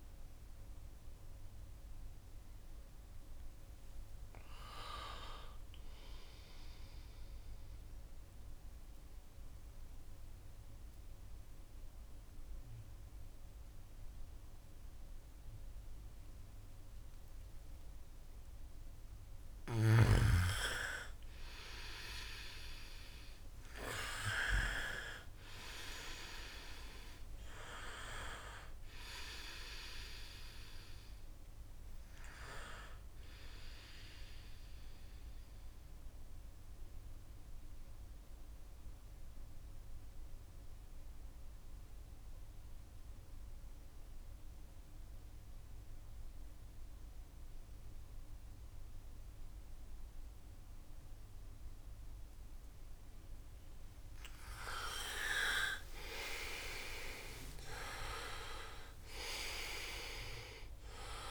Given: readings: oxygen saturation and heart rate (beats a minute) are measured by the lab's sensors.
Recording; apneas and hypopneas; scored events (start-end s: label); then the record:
breathing in sleep by a room microphone; 2
0.00-4.50 s: oxygen desaturation (device-marked, oxygen 90% lowest, heart rate 66 extreme)
7.50-18.50 s: central apnea (oxygen 98% before, 88% lowest, heart rate 88 before, 65 extreme, up 2 after)
21.00-25.00 s: arousal
25.50-42.50 s: oxygen desaturation (device-marked, oxygen 97% before, 90% lowest, heart rate 68 before, 64 extreme)
36.00-53.00 s: mixed apnea (oxygen 98% before, 86% lowest, heart rate 69 before, 59 extreme, up 15 after)
54.50-61.31 s: oxygen desaturation (device-marked, oxygen 98% before, 88% lowest, heart rate 66 before, 59 extreme)
55.00-59.50 s: arousal
55.50-57.50 s: long interval between heartbeats (device-marked, heart rate 66 before, 77 extreme)
From the record:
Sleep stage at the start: N2 (light sleep); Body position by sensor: on the right side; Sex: male